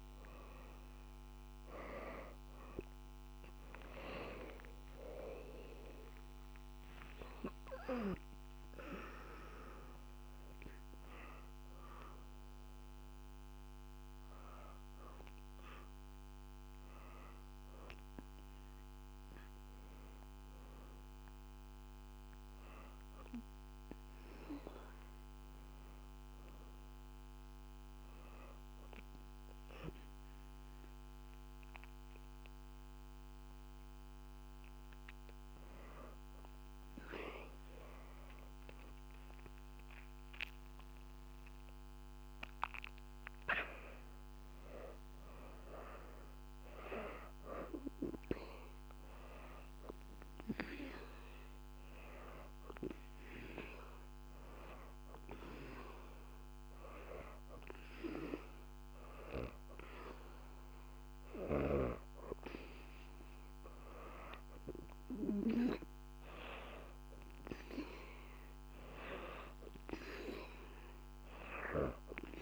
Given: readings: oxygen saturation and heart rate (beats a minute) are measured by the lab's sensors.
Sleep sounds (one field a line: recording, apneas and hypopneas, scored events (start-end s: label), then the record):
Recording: a person partly awake in a sleep study, by a microphone on the trachea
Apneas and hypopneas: 1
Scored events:
0.00-8.00 s: oxygen desaturation (device-marked, oxygen 96% lowest, heart rate 93 extreme)
7.00-37.00 s: new sleep stage, N1 (lightest sleep)
37.00-51.00 s: oxygen desaturation (device-marked, oxygen 100% before, 93% lowest, heart rate 94 before, 88 extreme)
37.00-72.42 s: new sleep stage, N2 (light sleep)
52.50-63.00 s: hypopnea (oxygen 100% before, 92% lowest, heart rate 96 before, 88 extreme)
67.00-71.00 s: arousal
70.00-72.42 s: oxygen desaturation (device-marked, oxygen 98% before, 94% lowest, heart rate 91 before, 88 extreme)
From the record:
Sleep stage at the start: awake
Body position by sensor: on the back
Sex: female